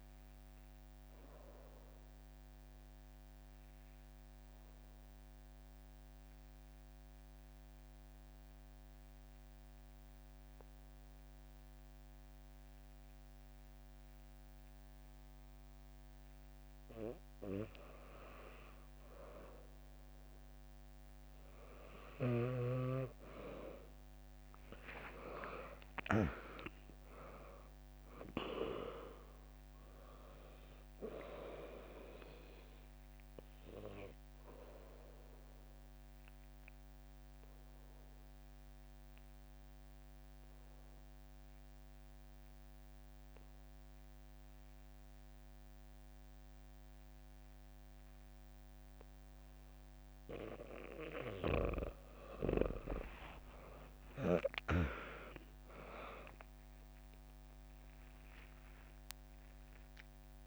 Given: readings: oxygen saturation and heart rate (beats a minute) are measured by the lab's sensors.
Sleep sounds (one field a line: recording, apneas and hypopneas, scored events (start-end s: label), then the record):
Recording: breathing in sleep by a microphone on the trachea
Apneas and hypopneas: 2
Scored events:
0.00-13.50 s: oxygen desaturation (device-marked, oxygen 95% lowest, heart rate 59 extreme)
0.50-16.50 s: obstructive apnea (oxygen 99% before, 95% lowest, heart rate 70 before, 59 extreme, up 1 after)
23.50-35.50 s: drop in pulse transit time (device-marked, heart rate 65 before, 59 extreme)
25.00-29.50 s: arousal
35.00-50.50 s: obstructive apnea (oxygen 99% before, 95% lowest, heart rate 65 before, 59 extreme, up 0 after)
49.50-51.50 s: bradycardia (device-marked, heart rate 67 before, 63 extreme)
53.50-58.50 s: arousal
53.50-60.47 s: drop in pulse transit time (device-marked, heart rate 70 before, 59 extreme)
From the record:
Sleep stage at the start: N2 (light sleep)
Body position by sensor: on the back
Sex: female